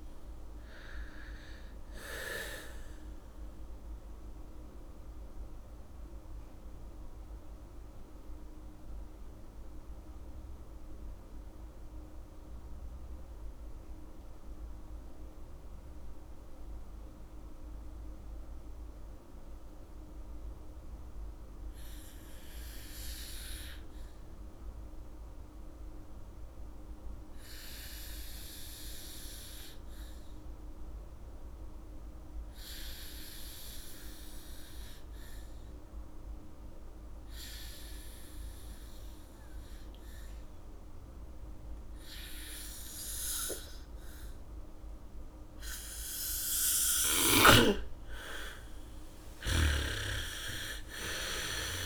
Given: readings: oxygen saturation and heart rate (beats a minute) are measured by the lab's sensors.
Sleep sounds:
breathing in sleep by a room microphone; 1
0.00-21.00 s: oxygen desaturation (device-marked, oxygen 73% lowest, heart rate 38 extreme)
5.00-46.50 s: mixed apnea (oxygen 98% before, 73% lowest, heart rate 55 before, 47 extreme, up 1 after)
31.00-51.86 s: oxygen desaturation (device-marked, oxygen 99% before, 76% lowest, heart rate 75 before, 47 extreme)
42.00-51.86 s: bradycardia (device-marked, heart rate 69 before, 47 extreme)
48.00-51.86 s: arousal
From the record:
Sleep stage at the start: N2 (light sleep); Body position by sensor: on the back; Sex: female

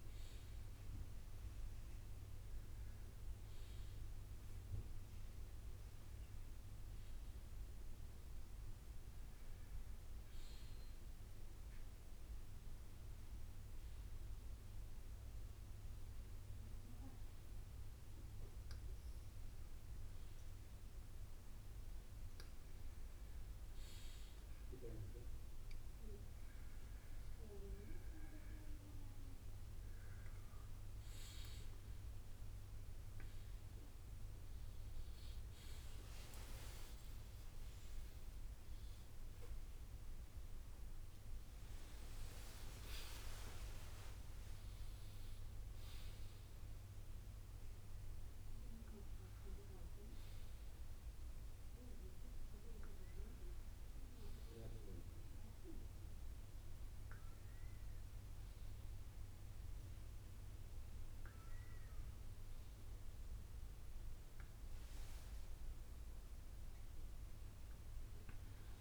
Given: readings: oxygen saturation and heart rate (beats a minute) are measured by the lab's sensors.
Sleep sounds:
breathing in sleep by a room microphone; none
35.00-37.00 s: long interval between heartbeats (device-marked, heart rate 66 before, 76 extreme)
59.50-68.81 s: new sleep stage, awake
From the record:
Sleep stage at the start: N1 (lightest sleep); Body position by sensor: on the right side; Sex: male

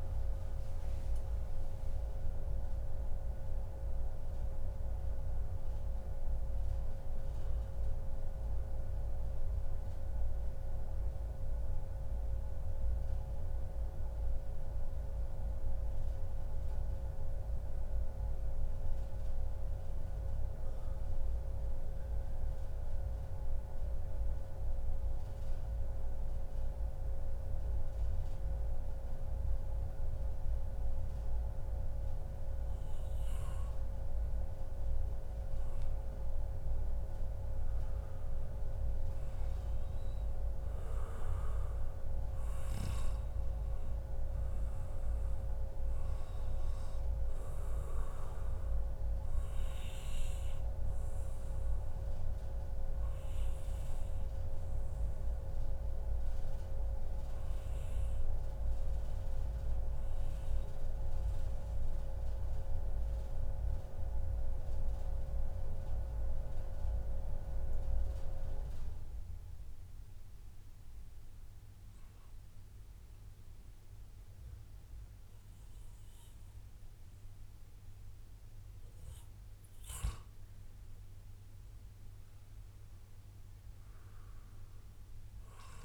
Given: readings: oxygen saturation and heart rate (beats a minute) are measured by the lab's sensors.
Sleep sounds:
breathing in sleep by a room microphone; 2
0.00-27.50 s: oxygen desaturation (device-marked, oxygen 91% lowest, heart rate 113 extreme)
10.50-34.50 s: central apnea (oxygen 97% before, 91% lowest, heart rate 141 before, 113 extreme, up 0 after)
37.50-39.50 s: long interval between heartbeats (device-marked, heart rate 144 before, 132 extreme)
38.50-43.00 s: arousal
41.50-65.50 s: oxygen desaturation (device-marked, oxygen 97% before, 94% lowest, heart rate 140 before, 123 extreme)
48.50-77.50 s: obstructive apnea (oxygen 98% before, 94% lowest, heart rate 134 before, 104 extreme, up 0 after)
81.00-85.50 s: arousal
From the record:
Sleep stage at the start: N2 (light sleep); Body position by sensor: on the back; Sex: male

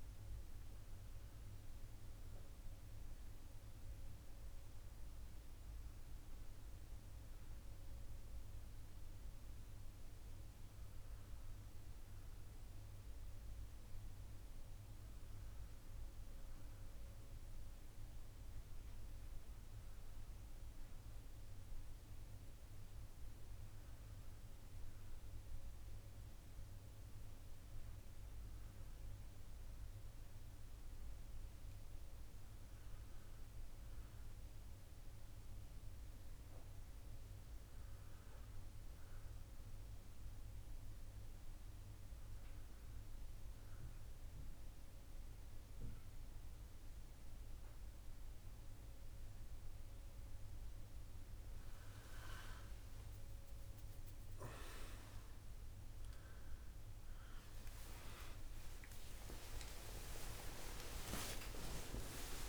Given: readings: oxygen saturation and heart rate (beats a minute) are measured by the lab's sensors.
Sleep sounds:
breathing in sleep by a room microphone; 1
29.50-33.00 s: arousal
35.50-51.00 s: hypopnea (oxygen 95% before, 93% lowest, heart rate 55 before, 54 extreme, up 7 after)
59.00-62.49 s: new sleep stage, awake
From the record:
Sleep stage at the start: N2 (light sleep); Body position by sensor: on the back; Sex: male

